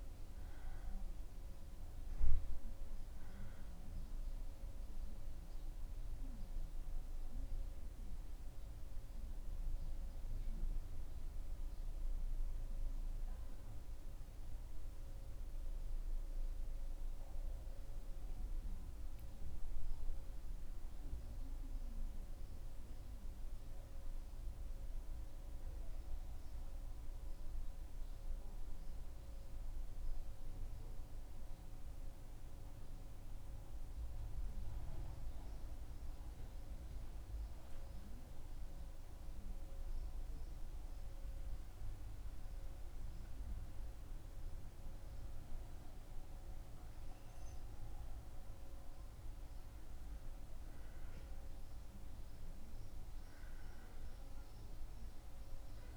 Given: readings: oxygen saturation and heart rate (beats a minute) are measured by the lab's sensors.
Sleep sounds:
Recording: breathing in sleep, hard to hear, by a room microphone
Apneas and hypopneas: 1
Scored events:
19.50-47.50 s: mixed apnea (oxygen 96% before, 92% lowest, heart rate 77 before, 77 extreme, up 1 after)
50.00-55.00 s: arousal
50.50-55.97 s: oxygen desaturation (device-marked, oxygen 98% before, 94% lowest, heart rate 77 before, 77 extreme)
From the record:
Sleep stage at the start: N1 (lightest sleep)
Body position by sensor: on the back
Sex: male

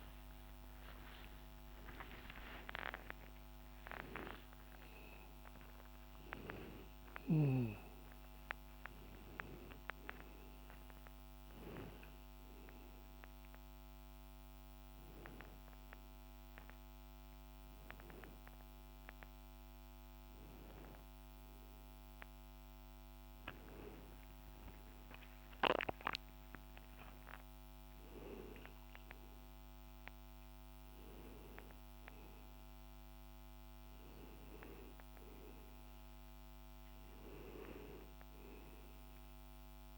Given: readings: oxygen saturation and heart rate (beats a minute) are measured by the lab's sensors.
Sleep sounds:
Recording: a person awake in a sleep study, by a microphone on the trachea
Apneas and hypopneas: none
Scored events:
27.00-39.97 s: new sleep stage, N1 (lightest sleep)
From the record:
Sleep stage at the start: awake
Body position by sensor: on the back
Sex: male

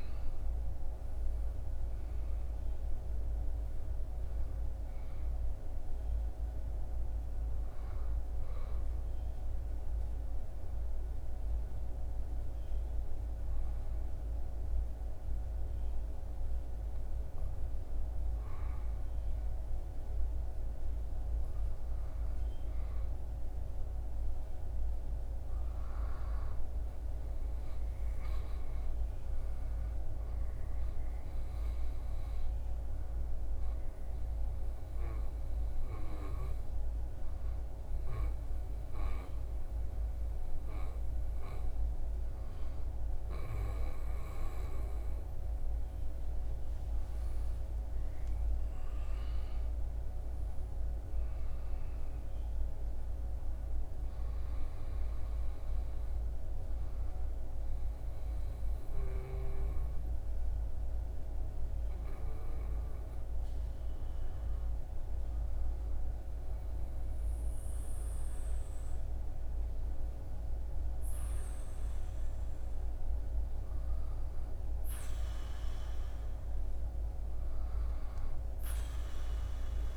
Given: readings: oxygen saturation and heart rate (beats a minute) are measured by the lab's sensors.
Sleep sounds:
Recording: breathing in sleep, hard to hear, by a room microphone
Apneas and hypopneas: 2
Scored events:
8.50-20.00 s: obstructive apnea (oxygen 98% before, 96% lowest, heart rate 81 before, 74 extreme, up 3 after)
23.00-27.50 s: arousal
47.50-52.00 s: arousal
58.50-73.00 s: hypopnea (oxygen 98% before, 94% lowest, heart rate 77 before, 75 extreme, up 4 after)
75.50-79.97 s: arousal
From the record:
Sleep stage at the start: N2 (light sleep)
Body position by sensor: on the back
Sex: male

